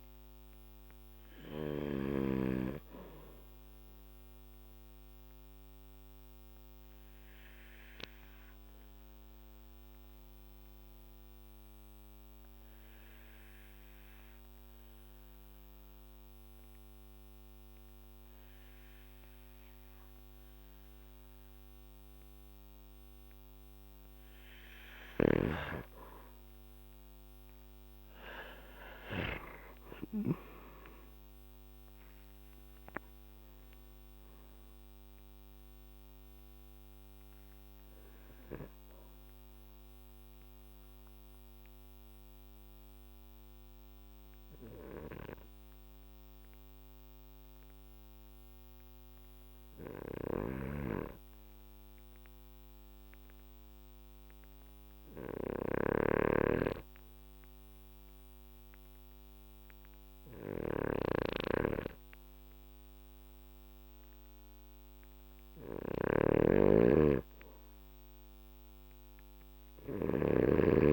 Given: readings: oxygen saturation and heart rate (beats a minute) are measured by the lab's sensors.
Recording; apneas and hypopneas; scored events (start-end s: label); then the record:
breathing in sleep by a microphone on the trachea; 2
0.00-1.50 s: arousal
0.00-2.00 s: snoring (device-marked)
5.50-26.50 s: obstructive apnea (oxygen 96% before, 92% lowest, heart rate 56 before, 51 extreme, up 10 after)
17.50-25.50 s: oxygen desaturation (device-marked, oxygen 97% before, 93% lowest, heart rate 57 before, 51 extreme)
25.00-29.50 s: snoring (device-marked)
28.00-33.50 s: arousal
39.00-65.00 s: hypopnea (oxygen 97% before, 92% lowest, heart rate 58 before, 51 extreme, up 3 after)
50.00-70.93 s: snoring (device-marked)
51.50-64.50 s: oxygen desaturation (device-marked, oxygen 95% before, 92% lowest, heart rate 57 before, 54 extreme)
68.50-70.93 s: arousal
From the record:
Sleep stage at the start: N2 (light sleep); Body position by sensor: on the back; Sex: male